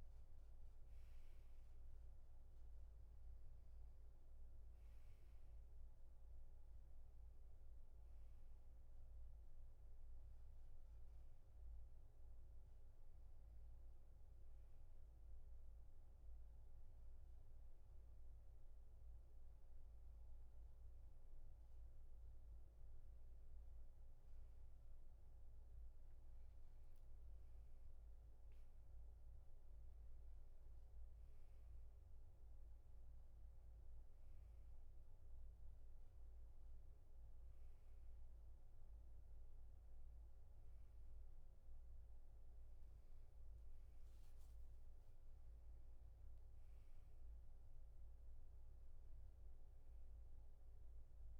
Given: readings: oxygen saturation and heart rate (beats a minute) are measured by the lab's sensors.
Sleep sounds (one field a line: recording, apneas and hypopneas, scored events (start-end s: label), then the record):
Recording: breathing in sleep, hard to hear, by a room microphone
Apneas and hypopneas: none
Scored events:
0.00-2.00 s: arousal
0.00-14.00 s: oxygen desaturation (device-marked, oxygen 92% lowest, heart rate 71 extreme)
From the record:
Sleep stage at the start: N1 (lightest sleep)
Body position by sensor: on the back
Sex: male